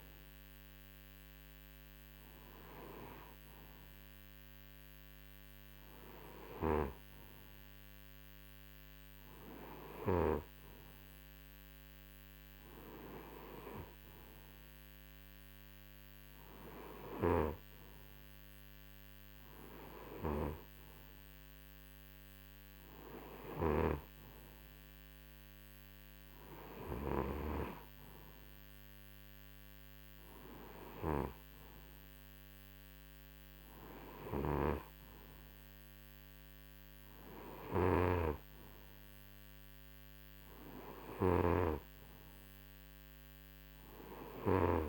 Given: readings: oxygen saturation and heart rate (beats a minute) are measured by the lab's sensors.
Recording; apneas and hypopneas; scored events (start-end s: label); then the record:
breathing in sleep by a microphone on the trachea; none
23.00-27.00 s: snoring (device-marked)
34.00-44.89 s: snoring (device-marked)
From the record:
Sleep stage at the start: N2 (light sleep); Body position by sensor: on the right side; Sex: male